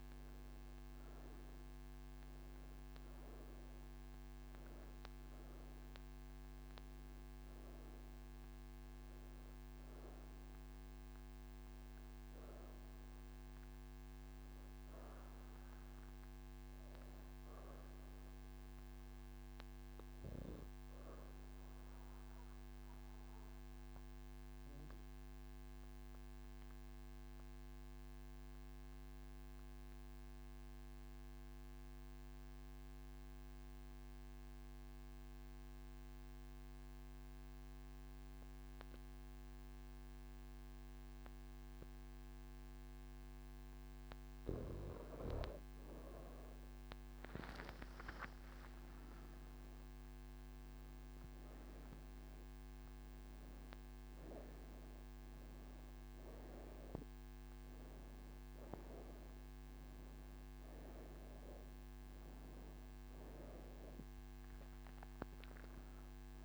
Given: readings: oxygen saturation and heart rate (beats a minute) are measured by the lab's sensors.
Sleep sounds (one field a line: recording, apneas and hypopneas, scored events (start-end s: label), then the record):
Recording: breathing in sleep, hard to hear, by a microphone on the trachea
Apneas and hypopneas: none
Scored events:
4.50-29.50 s: oxygen desaturation (device-marked, oxygen 95% before, 89% lowest)
48.50-66.45 s: oxygen desaturation (device-marked, oxygen 99% before, 89% lowest)
From the record:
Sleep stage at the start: N1 (lightest sleep)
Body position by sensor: on the right side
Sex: female